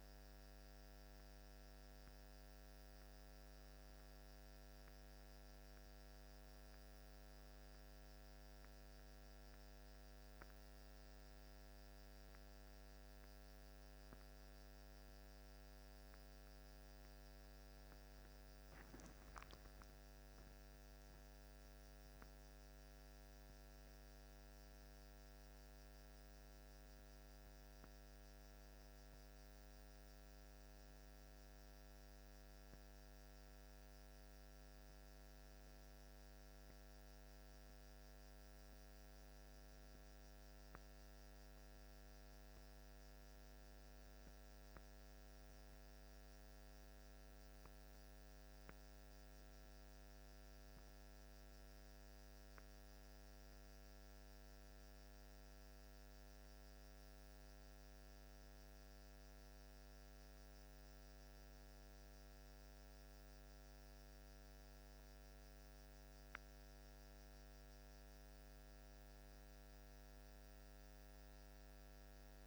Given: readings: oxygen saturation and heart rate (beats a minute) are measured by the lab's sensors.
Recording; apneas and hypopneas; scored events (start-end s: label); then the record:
a person awake in a sleep study, hard to hear, by a microphone on the trachea; none
8.00-72.47 s: new sleep stage, awake
From the record:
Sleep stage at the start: N1 (lightest sleep); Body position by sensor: on the back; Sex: male